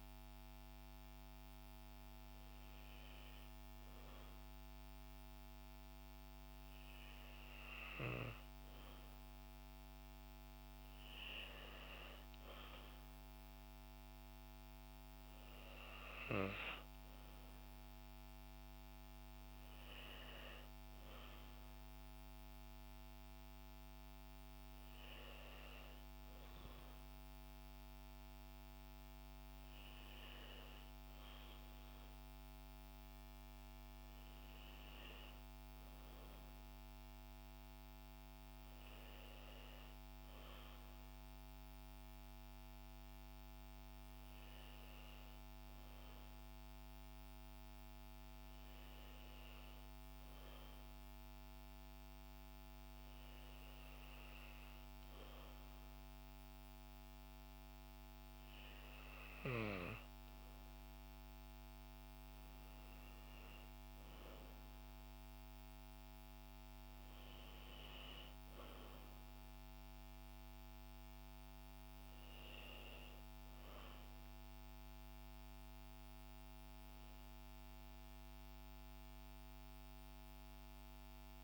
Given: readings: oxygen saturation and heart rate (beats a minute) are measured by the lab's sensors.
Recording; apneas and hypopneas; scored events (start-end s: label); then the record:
breathing in sleep, hard to hear, by a microphone on the trachea; none
none scored
From the record:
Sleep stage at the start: N2 (light sleep); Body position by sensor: on the back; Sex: female